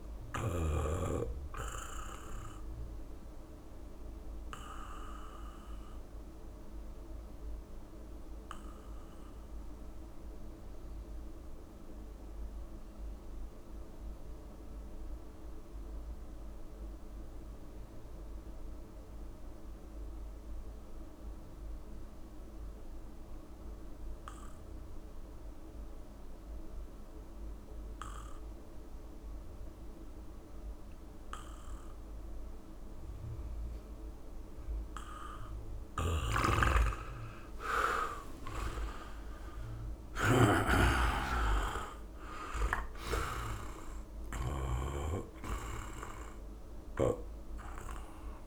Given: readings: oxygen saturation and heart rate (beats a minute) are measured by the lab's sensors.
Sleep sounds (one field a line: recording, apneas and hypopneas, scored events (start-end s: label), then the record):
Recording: breathing in sleep by a room microphone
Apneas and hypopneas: 1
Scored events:
0.00-19.50 s: oxygen desaturation (device-marked, oxygen 82% lowest, heart rate 46 extreme)
3.50-35.50 s: obstructive apnea (oxygen 99% before, 82% lowest, heart rate 67 before, 39 extreme, up 4 after)
32.50-48.47 s: oxygen desaturation (device-marked, oxygen 98% before, 83% lowest, heart rate 68 before, 39 extreme)
35.50-44.50 s: snoring (device-marked)
37.50-42.50 s: arousal
38.00-40.00 s: long interval between heartbeats (device-marked, heart rate 68 before, 70 extreme)
From the record:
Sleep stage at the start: N2 (light sleep)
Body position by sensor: on the back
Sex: male